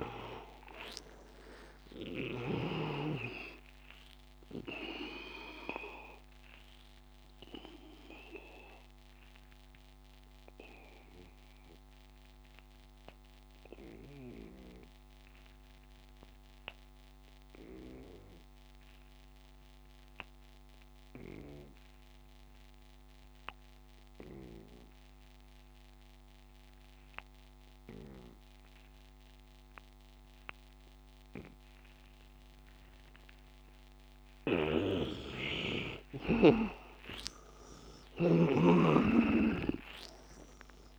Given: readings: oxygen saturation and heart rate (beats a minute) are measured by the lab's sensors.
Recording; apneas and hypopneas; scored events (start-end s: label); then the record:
breathing in sleep by a microphone on the trachea; 1
0.00-1.50 s: arousal
0.00-3.00 s: snoring (device-marked)
0.00-18.50 s: oxygen desaturation (device-marked, oxygen 79% lowest, heart rate 76 extreme)
6.00-34.00 s: obstructive apnea (oxygen 99% before, 77% lowest, heart rate 84 before, 76 extreme, up 14 after)
23.50-40.99 s: oxygen desaturation (device-marked, oxygen 100% before, 77% lowest, heart rate 89 before, 75 extreme)
34.50-40.99 s: snoring (device-marked)
37.00-40.99 s: arousal
From the record:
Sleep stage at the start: N2 (light sleep); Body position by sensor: on the back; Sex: male